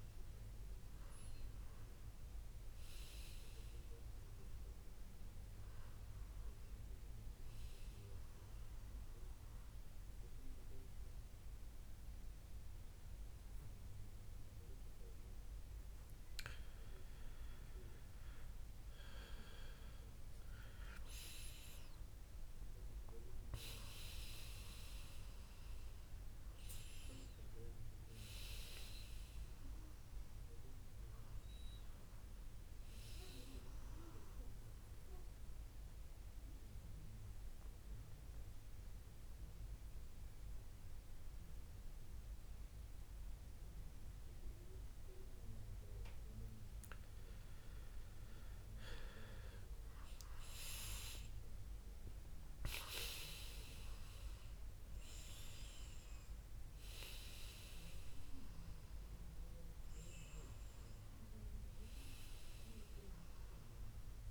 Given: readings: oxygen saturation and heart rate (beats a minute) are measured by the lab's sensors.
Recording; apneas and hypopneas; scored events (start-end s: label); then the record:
breathing in sleep by a room microphone; 2
8.00-20.50 s: mixed apnea (oxygen 97% before, 94% lowest, heart rate 79 before, 73 extreme, up 9 after)
22.00-24.50 s: arousal
34.50-49.50 s: mixed apnea (oxygen 97% before, 94% lowest, heart rate 78 before, 73 extreme, up 9 after)
49.50-63.50 s: oxygen desaturation (device-marked, oxygen 97% before, 94% lowest, heart rate 76 before, 72 extreme)
51.00-54.50 s: arousal
From the record:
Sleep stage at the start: N2 (light sleep); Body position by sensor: on the back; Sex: male